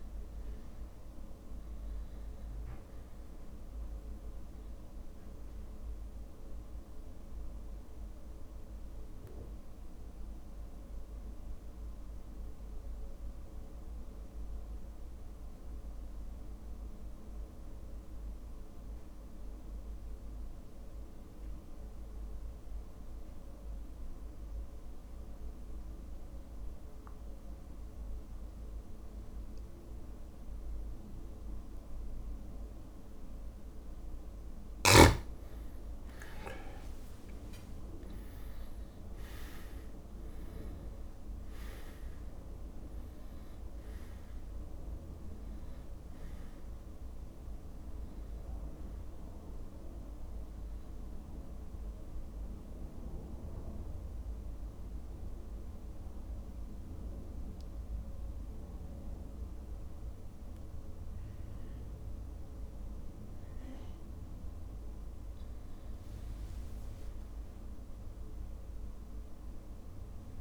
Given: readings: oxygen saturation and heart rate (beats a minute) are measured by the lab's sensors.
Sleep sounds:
breathing in sleep, hard to hear, by a room microphone; 2
0.00-1.00 s: arousal
6.50-32.50 s: mixed apnea (oxygen 100% before, 90% lowest)
8.00-25.00 s: oxygen desaturation (device-marked, oxygen 100% before, 96% lowest)
35.00-38.50 s: arousal
39.00-66.00 s: oxygen desaturation (device-marked, oxygen 99% before, 90% lowest)
54.50-65.50 s: central apnea (oxygen 99% before, 90% lowest)
67.50-70.41 s: arousal
From the record:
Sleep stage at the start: REM sleep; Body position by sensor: on the back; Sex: male

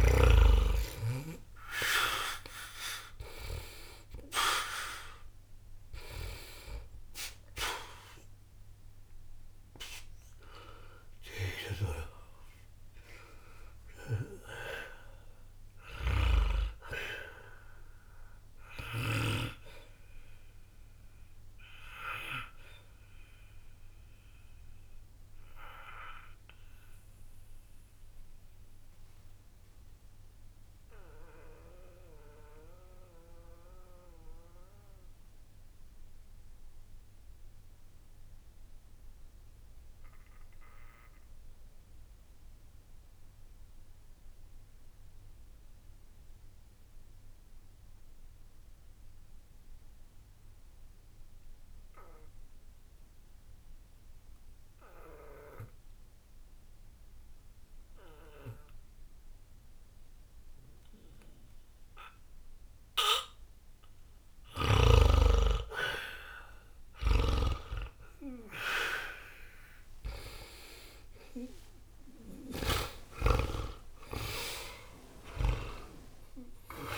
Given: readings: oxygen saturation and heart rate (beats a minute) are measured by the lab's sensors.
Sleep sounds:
breathing in sleep by a room microphone; 1
0.00-2.00 s: arousal
0.00-15.00 s: oxygen desaturation (device-marked, oxygen 89% lowest, heart rate 60 extreme)
17.00-44.00 s: oxygen desaturation (device-marked, oxygen 91% before, 75% lowest, heart rate 60 before, 60 extreme)
21.00-67.00 s: obstructive apnea (oxygen 95% before, 75% lowest, heart rate 60 before, 60 extreme, up 0 after)
61.00-76.98 s: oxygen desaturation (device-marked, oxygen 99% before, 77% lowest, heart rate 60 before, 59 extreme)
69.50-73.50 s: arousal
From the record:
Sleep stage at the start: N2 (light sleep); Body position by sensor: on the back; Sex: male

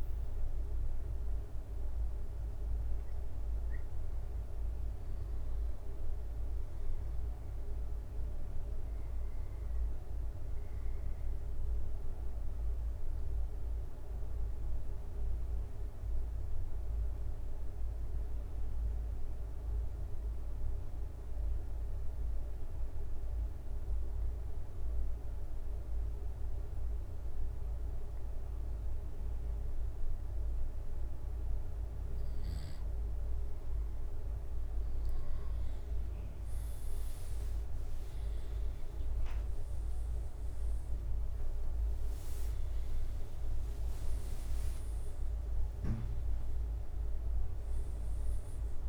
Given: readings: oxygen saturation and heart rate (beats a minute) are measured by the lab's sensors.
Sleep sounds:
breathing in sleep, hard to hear, by a room microphone; 1
12.00-32.00 s: obstructive apnea (oxygen 96% before, 93% lowest, heart rate 70 before, 69 extreme, up 11 after)
35.50-40.50 s: arousal
40.00-48.89 s: drop in pulse transit time (device-marked, heart rate 71 before, 81 extreme)
From the record:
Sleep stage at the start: N2 (light sleep); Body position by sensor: on the back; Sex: male

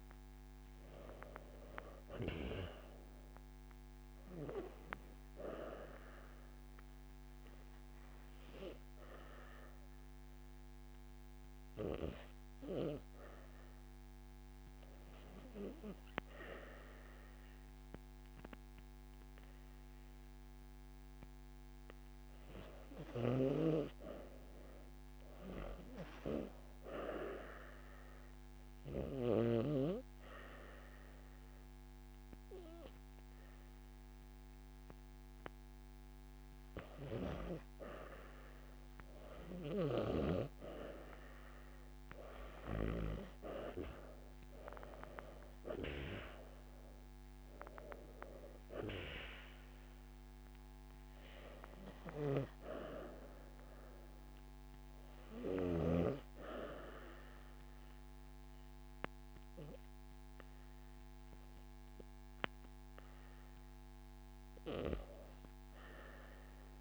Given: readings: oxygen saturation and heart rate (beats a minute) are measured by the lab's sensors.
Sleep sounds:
breathing in sleep by a microphone on the trachea; 2
0.00-1.00 s: arousal
5.00-15.50 s: obstructive apnea (oxygen 93% before, 88% lowest)
17.50-21.50 s: arousal
22.50-38.50 s: oxygen desaturation (device-marked, oxygen 95% before, 88% lowest)
27.50-38.00 s: obstructive apnea (oxygen 95% before, 88% lowest)
41.00-45.00 s: arousal
46.50-58.50 s: oxygen desaturation (device-marked, oxygen 91% before, 88% lowest)
From the record:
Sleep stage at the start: REM sleep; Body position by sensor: on the back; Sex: female

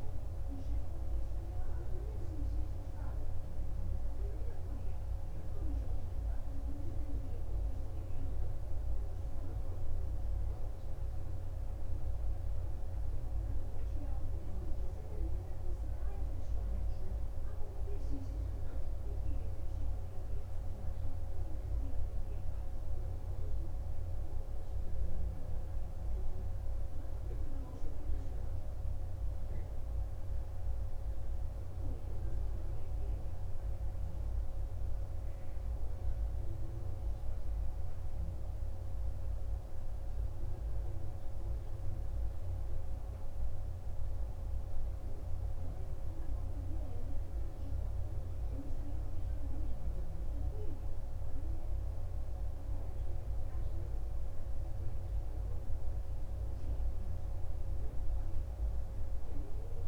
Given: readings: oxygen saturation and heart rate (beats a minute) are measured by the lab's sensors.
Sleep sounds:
breathing in sleep, hard to hear, by a room microphone; none
none scored
From the record:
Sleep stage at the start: N2 (light sleep); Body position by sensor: on the right side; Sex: male

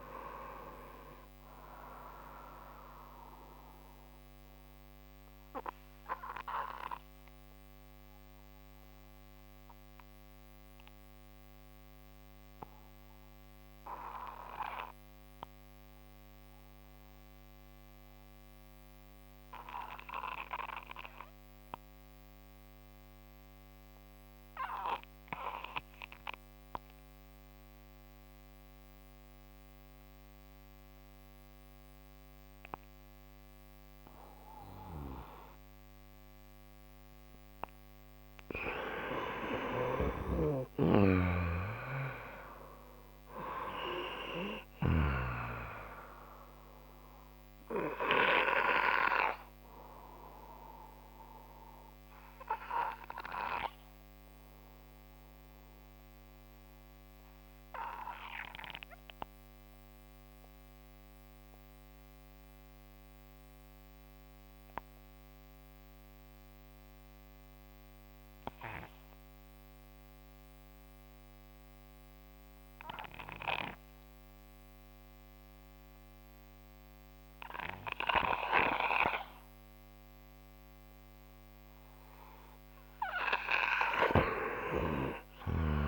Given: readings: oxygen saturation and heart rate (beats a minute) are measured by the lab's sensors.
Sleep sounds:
breathing in sleep by a microphone on the trachea; 2
0.00-3.00 s: oxygen desaturation (device-marked, oxygen 89% lowest)
2.50-36.00 s: obstructive apnea (oxygen 95% before, 89% lowest)
28.00-71.00 s: oxygen desaturation (device-marked, oxygen 97% before, 89% lowest)
38.00-42.50 s: arousal
41.00-45.00 s: snoring (device-marked)
47.50-81.50 s: obstructive apnea (oxygen 97% before, 89% lowest)
82.50-85.00 s: arousal
From the record:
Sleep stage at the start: N2 (light sleep); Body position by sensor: on the right side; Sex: male

